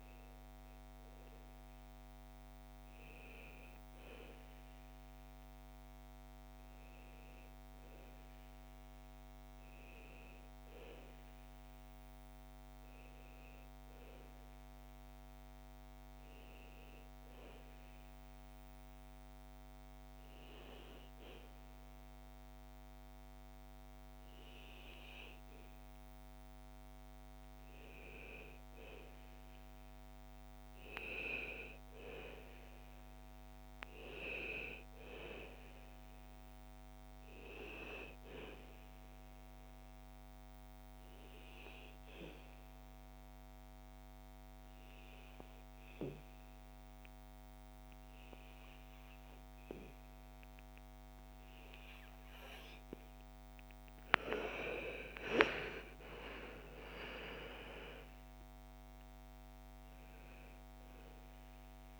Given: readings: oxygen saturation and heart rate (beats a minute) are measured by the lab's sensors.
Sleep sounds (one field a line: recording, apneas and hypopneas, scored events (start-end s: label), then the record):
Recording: breathing in sleep by a microphone on the trachea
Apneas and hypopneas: 2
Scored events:
0.00-11.50 s: oxygen desaturation (device-marked, oxygen 87% lowest, heart rate 55 extreme)
12.50-62.00 s: new sleep stage, REM sleep
17.00-27.00 s: obstructive apnea (oxygen 97% before, 88% lowest, heart rate 60 before, 55 extreme, up 6 after)
30.00-34.00 s: arousal
35.50-46.50 s: oxygen desaturation (device-marked, oxygen 96% before, 93% lowest, heart rate 58 before, 56 extreme)
38.50-52.00 s: obstructive apnea (oxygen 97% before, 88% lowest, heart rate 58 before, 56 extreme, up 6 after)
54.00-57.50 s: arousal
56.50-62.00 s: oxygen desaturation (device-marked, oxygen 96% before, 88% lowest, heart rate 58 before, 53 extreme)
From the record:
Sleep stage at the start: N2 (light sleep)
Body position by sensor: on the back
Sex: female